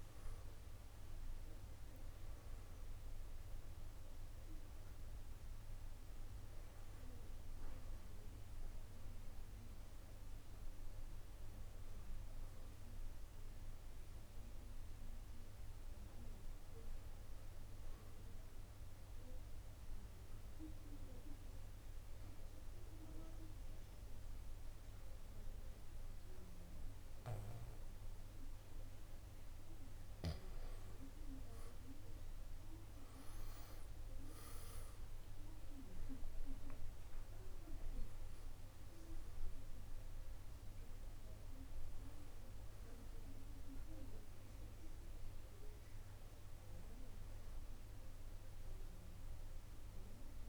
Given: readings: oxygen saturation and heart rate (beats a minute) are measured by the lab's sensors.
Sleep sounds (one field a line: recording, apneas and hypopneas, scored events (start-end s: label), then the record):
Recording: breathing in sleep, hard to hear, by a room microphone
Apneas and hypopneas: 1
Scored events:
1.00-15.00 s: oxygen desaturation (device-marked, oxygen 96% before, 87% lowest, heart rate 71 before, 65 extreme)
20.50-30.50 s: obstructive apnea (oxygen 96% before, 87% lowest, heart rate 73 before, 65 extreme, up 9 after)
34.00-38.50 s: arousal
37.00-50.49 s: oxygen desaturation (device-marked, oxygen 96% before, 87% lowest, heart rate 69 before, 66 extreme)
From the record:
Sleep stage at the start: N1 (lightest sleep)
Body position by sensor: on the back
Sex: male